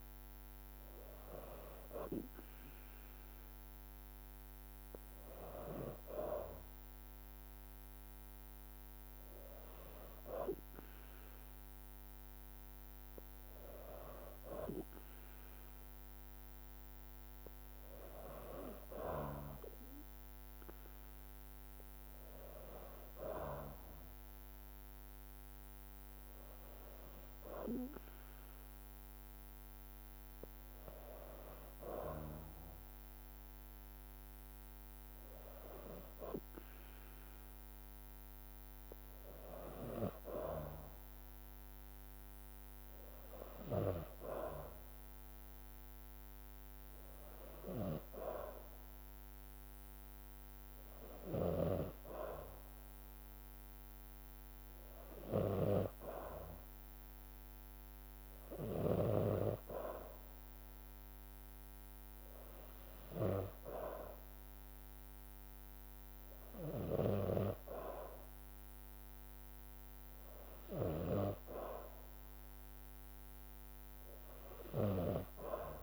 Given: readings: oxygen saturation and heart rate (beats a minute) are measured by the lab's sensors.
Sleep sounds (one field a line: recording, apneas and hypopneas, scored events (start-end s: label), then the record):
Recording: breathing in sleep by a microphone on the trachea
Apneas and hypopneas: none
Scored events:
58.50-70.50 s: drop in pulse transit time (device-marked, heart rate 55 before, 55 extreme)
From the record:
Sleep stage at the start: N2 (light sleep)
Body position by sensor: on the back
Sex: female